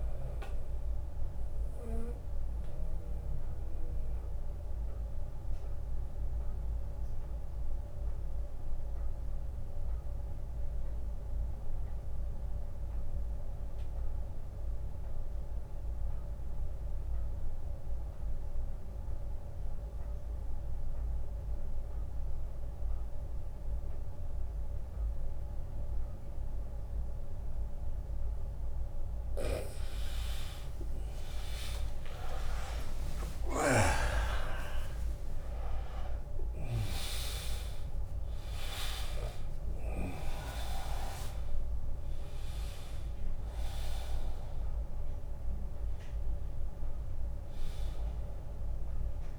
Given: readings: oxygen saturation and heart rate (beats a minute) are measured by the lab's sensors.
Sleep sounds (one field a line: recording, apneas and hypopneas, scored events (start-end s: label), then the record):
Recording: breathing in sleep by a room microphone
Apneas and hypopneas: 1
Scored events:
1.00-28.50 s: obstructive apnea (oxygen 100% before, 84% lowest, heart rate 77 before, 69 extreme, up 7 after)
1.50-16.50 s: oxygen desaturation (device-marked, oxygen 99% before, 92% lowest, heart rate 77 before, 75 extreme)
23.50-38.50 s: oxygen desaturation (device-marked, oxygen 99% before, 93% lowest, heart rate 84 before, 69 extreme)
28.00-30.00 s: long interval between heartbeats (device-marked, heart rate 83 before, 84 extreme)
30.50-38.50 s: arousal
30.50-48.50 s: drop in pulse transit time (device-marked, heart rate 84 before, 71 extreme)
40.50-49.39 s: oxygen desaturation (device-marked, oxygen 95% before, 84% lowest, heart rate 82 before, 69 extreme)
From the record:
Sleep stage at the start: N2 (light sleep)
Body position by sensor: on the back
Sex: male